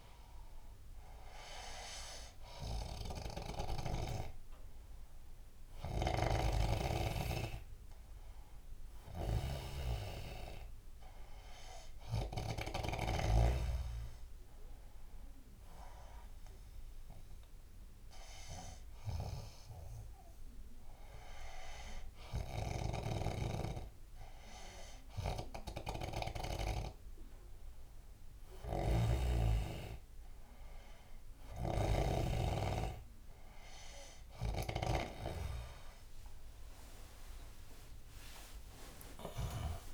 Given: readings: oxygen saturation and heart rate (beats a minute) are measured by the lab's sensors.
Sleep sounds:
breathing in sleep by a room microphone; none
6.00-13.50 s: snoring (device-marked)
23.00-35.00 s: snoring (device-marked)
37.50-39.94 s: arousal
From the record:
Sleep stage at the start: N1 (lightest sleep); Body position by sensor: on the back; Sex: male

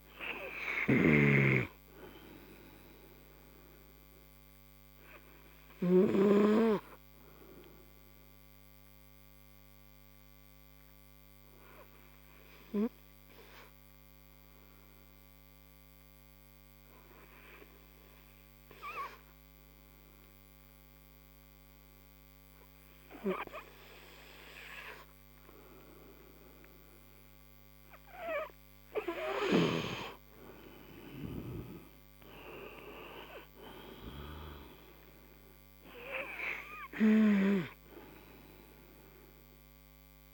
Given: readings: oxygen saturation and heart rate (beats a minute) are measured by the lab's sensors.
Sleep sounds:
breathing in sleep by a microphone on the trachea; 1
0.00-15.50 s: oxygen desaturation (device-marked, oxygen 91% lowest)
6.50-25.50 s: hypopnea (oxygen 96% before, 89% lowest)
30.00-33.00 s: arousal
31.50-40.34 s: oxygen desaturation (device-marked, oxygen 97% before, 90% lowest)
From the record:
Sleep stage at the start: N2 (light sleep); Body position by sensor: on the right side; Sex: male

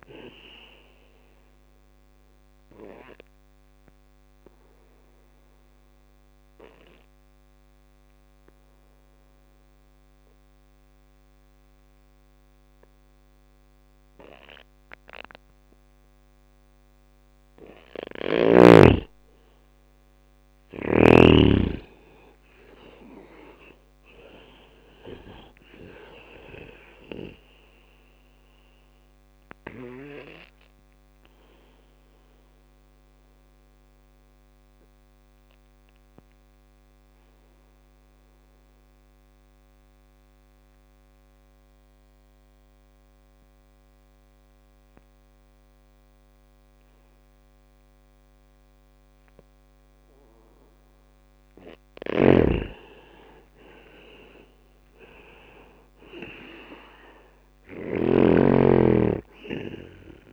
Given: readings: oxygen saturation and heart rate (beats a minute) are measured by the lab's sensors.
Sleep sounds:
breathing in sleep by a microphone on the trachea; 2
0.00-4.50 s: drop in pulse transit time (device-marked, heart rate 62 extreme)
0.00-15.50 s: oxygen desaturation (device-marked, oxygen 90% lowest, heart rate 62 extreme)
1.50-16.50 s: obstructive apnea (oxygen 98% before, 89% lowest, heart rate 66 before, 62 extreme, up 9 after)
19.00-21.50 s: arousal
22.50-36.50 s: drop in pulse transit time (device-marked, heart rate 64 before, 63 extreme)
22.50-49.50 s: oxygen desaturation (device-marked, oxygen 98% before, 90% lowest, heart rate 64 before, 62 extreme)
28.50-48.50 s: obstructive apnea (oxygen 98% before, 89% lowest, heart rate 67 before, 62 extreme, up 9 after)
51.00-54.00 s: arousal
51.00-60.33 s: snoring (device-marked)
53.50-60.33 s: drop in pulse transit time (device-marked, heart rate 63 before, 62 extreme)
54.50-60.33 s: oxygen desaturation (device-marked, oxygen 98% before, 89% lowest, heart rate 63 before, 62 extreme)
From the record:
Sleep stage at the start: N2 (light sleep); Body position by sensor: on the back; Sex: male

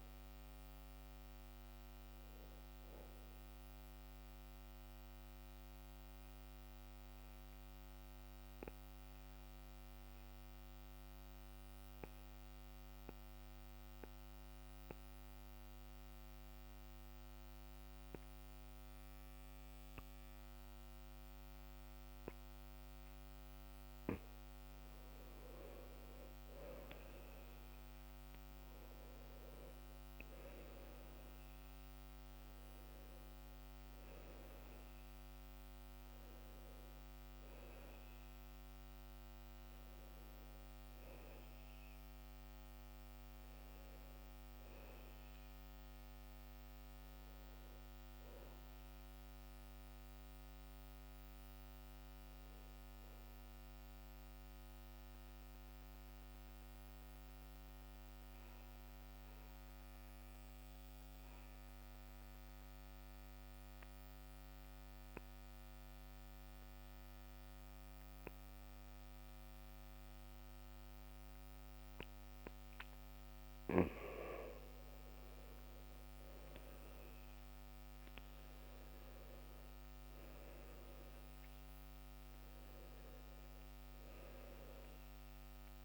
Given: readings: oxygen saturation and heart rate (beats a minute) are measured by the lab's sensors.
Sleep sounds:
breathing in sleep, hard to hear, by a microphone on the trachea; 2
5.00-23.00 s: obstructive apnea (oxygen 95% before, 89% lowest, heart rate 70 before, 62 extreme, up 8 after)
8.00-20.00 s: oxygen desaturation (device-marked, oxygen 94% before, 91% lowest, heart rate 70 before, 63 extreme)
19.00-85.85 s: new sleep stage, N2 (light sleep)
26.50-30.50 s: arousal
34.00-63.00 s: oxygen desaturation (device-marked, oxygen 96% before, 89% lowest, heart rate 67 before, 62 extreme)
54.50-73.00 s: mixed apnea (oxygen 96% before, 89% lowest, heart rate 69 before, 62 extreme, up 10 after)
76.00-80.00 s: arousal
78.00-85.85 s: oxygen desaturation (device-marked, oxygen 97% before, 89% lowest, heart rate 64 before, 62 extreme)
From the record:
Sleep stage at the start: N1 (lightest sleep); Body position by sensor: on the back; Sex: male

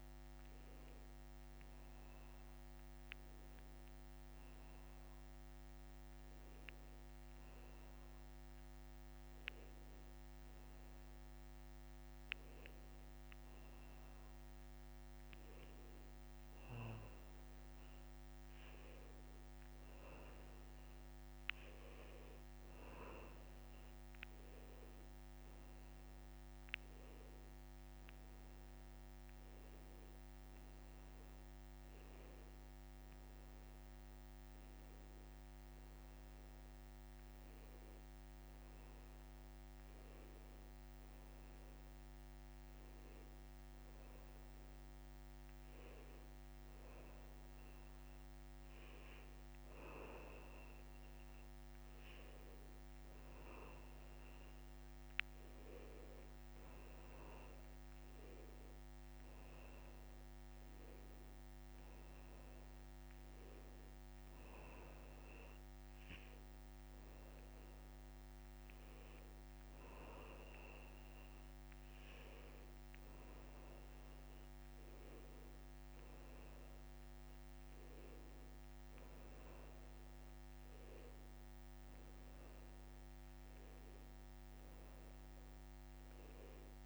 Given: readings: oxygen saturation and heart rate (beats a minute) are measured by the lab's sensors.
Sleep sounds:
breathing in sleep, hard to hear, by a microphone on the trachea; none
84.50-86.86 s: bradycardia (device-marked)
From the record:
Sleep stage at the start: N2 (light sleep); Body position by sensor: on the back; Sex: male

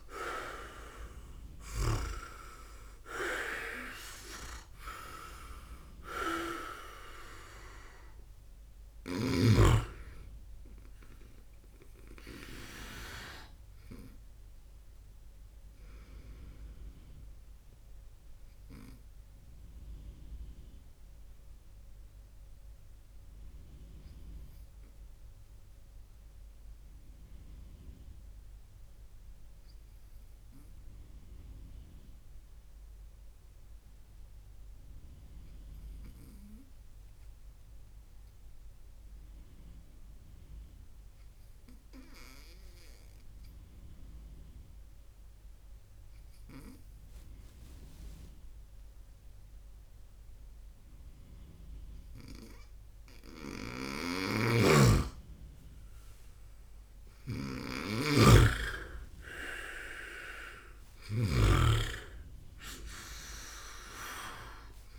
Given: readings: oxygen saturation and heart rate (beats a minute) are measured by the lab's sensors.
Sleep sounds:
breathing in sleep by a room microphone; 1
0.00-1.50 s: arousal
0.00-1.50 s: snoring (device-marked)
8.50-12.00 s: snoring (device-marked)
18.50-52.00 s: obstructive apnea (oxygen 100% before, 97% lowest, heart rate 79 before, 59 extreme, up 19 after)
53.00-64.99 s: snoring (device-marked)
54.00-58.00 s: arousal
From the record:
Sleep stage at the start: N2 (light sleep); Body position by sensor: on the right side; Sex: male

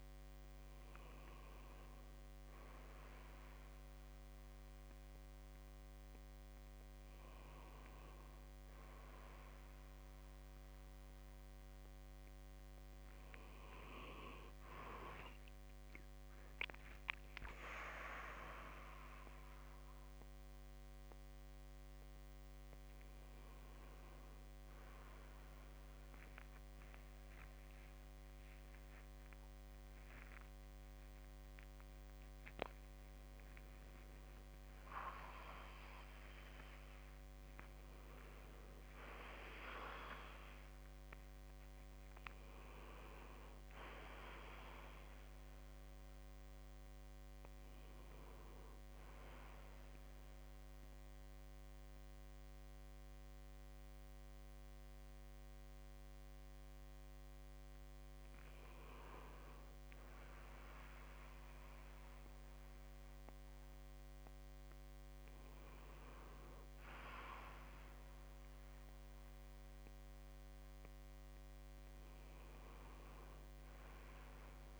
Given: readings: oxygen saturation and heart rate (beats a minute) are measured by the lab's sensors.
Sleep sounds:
breathing in sleep by a microphone on the trachea; none
none scored
From the record:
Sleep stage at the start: REM sleep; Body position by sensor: on the back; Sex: male

